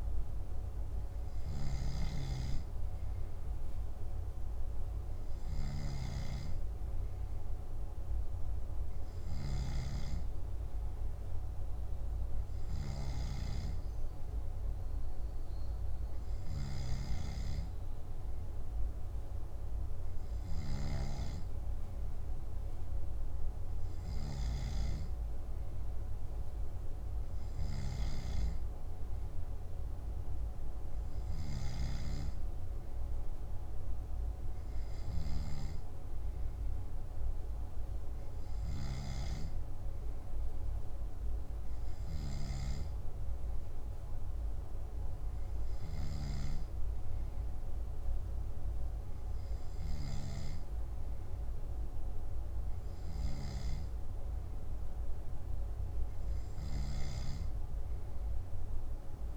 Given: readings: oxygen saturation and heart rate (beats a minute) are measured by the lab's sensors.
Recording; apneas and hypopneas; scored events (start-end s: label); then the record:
breathing in sleep by a room microphone; none
none scored
From the record:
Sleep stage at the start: N2 (light sleep); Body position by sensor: on the back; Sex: male